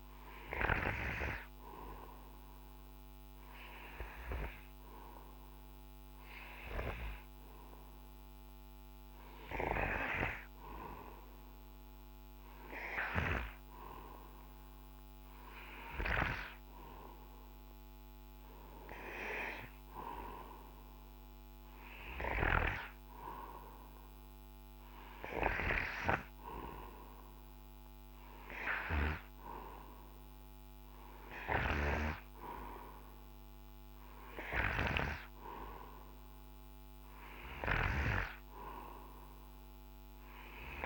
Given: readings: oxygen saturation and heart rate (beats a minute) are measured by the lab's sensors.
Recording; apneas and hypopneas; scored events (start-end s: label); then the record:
breathing in sleep by a microphone on the trachea; none
none scored
From the record:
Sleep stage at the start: N2 (light sleep); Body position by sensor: on the right side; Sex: male